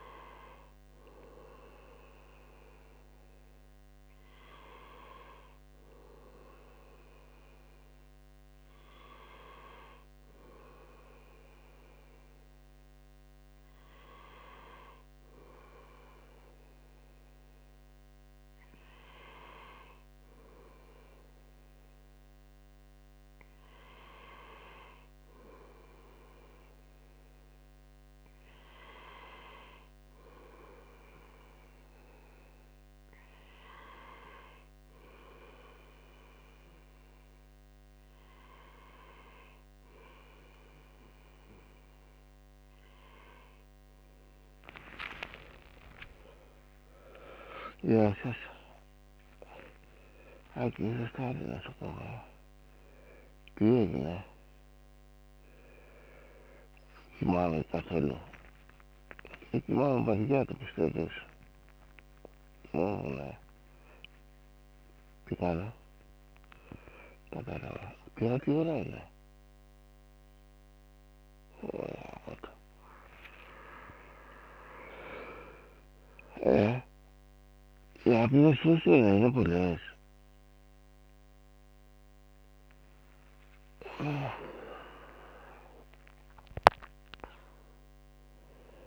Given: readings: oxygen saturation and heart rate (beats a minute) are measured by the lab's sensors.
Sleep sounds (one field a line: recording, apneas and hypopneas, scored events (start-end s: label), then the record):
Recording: a person partly awake in a sleep study, by a microphone on the trachea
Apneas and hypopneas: none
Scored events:
44.50-46.50 s: long interval between heartbeats (device-marked, heart rate 71 before, 81 extreme)
51.50-53.50 s: long interval between heartbeats (device-marked, heart rate 75 before, 96 extreme)
54.50-56.50 s: long interval between heartbeats (device-marked, heart rate 82 before, 125 extreme)
54.50-84.50 s: new sleep stage, awake
58.50-60.50 s: long interval between heartbeats (device-marked, heart rate 93 before, 98 extreme)
63.50-69.50 s: bradycardia (device-marked)
67.00-69.00 s: long interval between heartbeats (device-marked)
84.50-88.87 s: new sleep stage, N1 (lightest sleep)
From the record:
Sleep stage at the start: N1 (lightest sleep)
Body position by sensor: on the right side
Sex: male